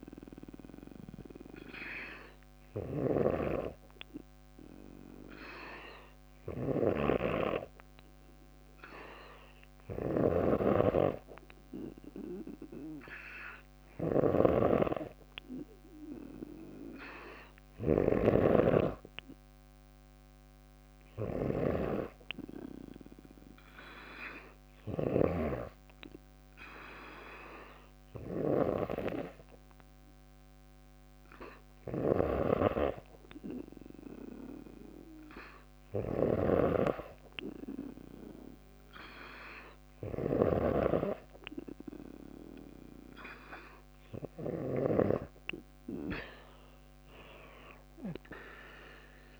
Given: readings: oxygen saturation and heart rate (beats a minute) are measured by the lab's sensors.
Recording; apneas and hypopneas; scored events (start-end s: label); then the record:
breathing in sleep by a microphone on the trachea; none
0.00-49.40 s: snoring (device-marked)
From the record:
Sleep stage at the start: N2 (light sleep); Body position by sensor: on the back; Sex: female